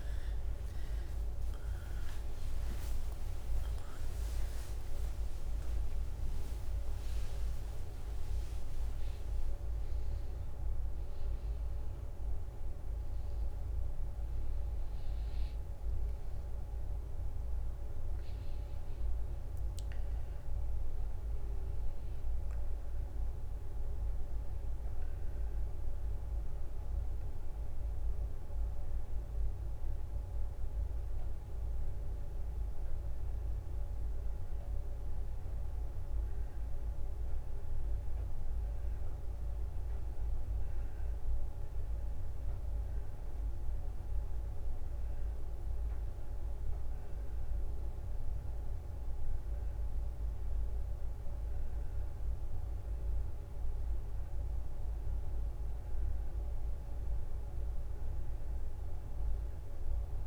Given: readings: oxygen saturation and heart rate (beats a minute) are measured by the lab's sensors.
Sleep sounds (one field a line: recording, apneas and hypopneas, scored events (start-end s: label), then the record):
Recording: a person awake in a sleep study, hard to hear, by a room microphone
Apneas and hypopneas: none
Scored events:
0.00-9.50 s: oxygen desaturation (device-marked, oxygen 94% lowest, heart rate 67 extreme)
2.50-3.50 s: leg movement (device-marked)
6.50-8.50 s: leg movement (device-marked)
15.50-19.50 s: leg movement (device-marked)
27.50-33.00 s: leg movement (device-marked)
30.50-43.50 s: oxygen desaturation (device-marked, oxygen 98% before, 94% lowest, heart rate 75 before, 65 extreme)
From the record:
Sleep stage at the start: awake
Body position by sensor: on the right side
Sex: female